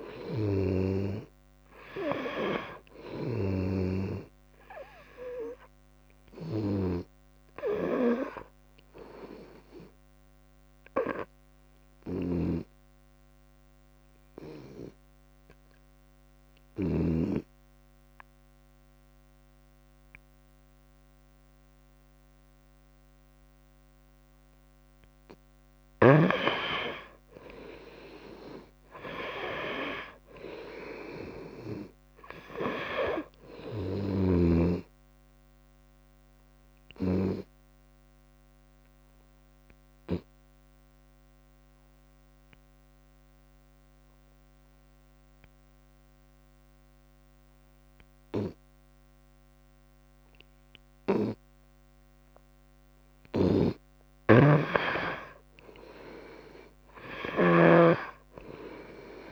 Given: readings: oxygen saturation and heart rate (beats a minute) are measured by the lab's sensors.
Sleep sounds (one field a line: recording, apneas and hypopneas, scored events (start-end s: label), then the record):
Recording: breathing in sleep by a microphone on the trachea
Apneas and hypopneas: 2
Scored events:
4.50-12.50 s: oxygen desaturation (device-marked, oxygen 97% before, 91% lowest, heart rate 72 before, 70 extreme)
9.50-24.50 s: obstructive apnea (oxygen 97% before, 87% lowest, heart rate 73 before, 69 extreme, up 3 after)
12.50-17.50 s: snoring (device-marked)
26.00-30.00 s: arousal
28.50-46.50 s: oxygen desaturation (device-marked, oxygen 96% before, 87% lowest, heart rate 71 before, 69 extreme)
35.50-51.00 s: obstructive apnea (oxygen 96% before, 87% lowest, heart rate 71 before, 69 extreme, up 6 after)
53.50-57.50 s: arousal
53.50-59.32 s: snoring (device-marked)
From the record:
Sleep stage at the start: N2 (light sleep)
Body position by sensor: on the front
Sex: female